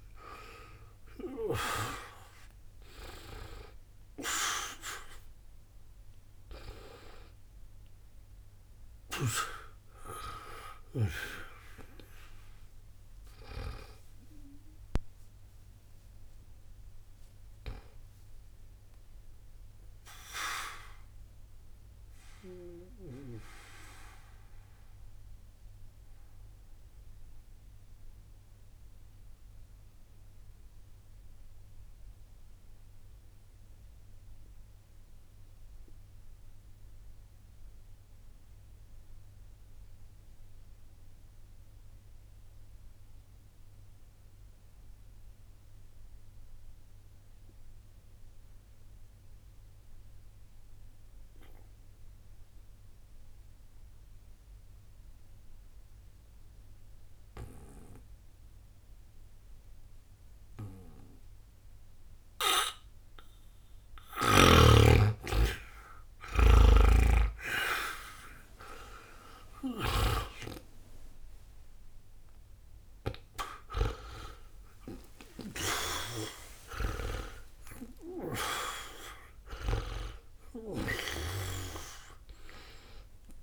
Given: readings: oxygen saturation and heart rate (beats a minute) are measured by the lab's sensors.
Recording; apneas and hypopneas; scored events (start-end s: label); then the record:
breathing in sleep by a room microphone; 1
0.00-32.00 s: oxygen desaturation (device-marked, oxygen 82% lowest, heart rate 60 extreme)
19.00-64.50 s: mixed apnea (oxygen 96% before, 77% lowest, heart rate 74 before, 60 extreme, up 0 after)
54.00-83.43 s: oxygen desaturation (device-marked, oxygen 98% before, 77% lowest, heart rate 60 before, 60 extreme)
66.50-78.50 s: snoring (device-marked)
67.50-73.00 s: arousal
From the record:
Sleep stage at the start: N2 (light sleep); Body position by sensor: on the back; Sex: male